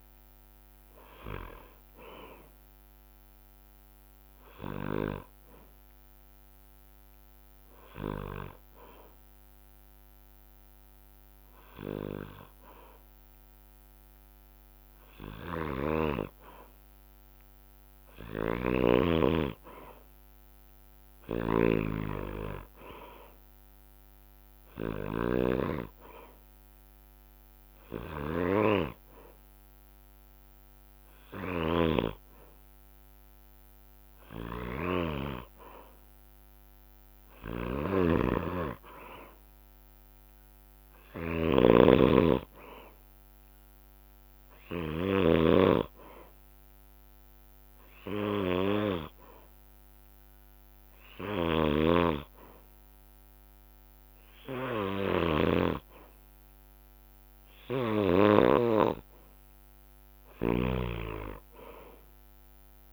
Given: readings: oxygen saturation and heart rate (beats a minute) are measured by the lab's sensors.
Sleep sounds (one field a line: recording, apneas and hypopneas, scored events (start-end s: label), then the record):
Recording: breathing in sleep by a microphone on the trachea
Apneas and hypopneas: 1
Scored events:
0.00-5.00 s: drop in pulse transit time (device-marked, heart rate 64 extreme)
3.00-7.00 s: bradycardia (device-marked, heart rate 68 before, 59 extreme)
18.00-21.50 s: snoring (device-marked)
23.00-27.00 s: arousal
28.00-36.00 s: bradycardia (device-marked, heart rate 68 before, 58 extreme)
31.00-45.00 s: snoring (device-marked)
44.50-57.00 s: hypopnea (oxygen 97% before, 93% lowest, heart rate 62 before, 62 extreme, up 9 after)
45.00-47.00 s: long interval between heartbeats (device-marked, heart rate 62 before, 64 extreme)
51.00-58.00 s: snoring (device-marked)
59.50-62.93 s: arousal
60.00-62.93 s: snoring (device-marked)
From the record:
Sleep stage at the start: N2 (light sleep)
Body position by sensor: on the back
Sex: male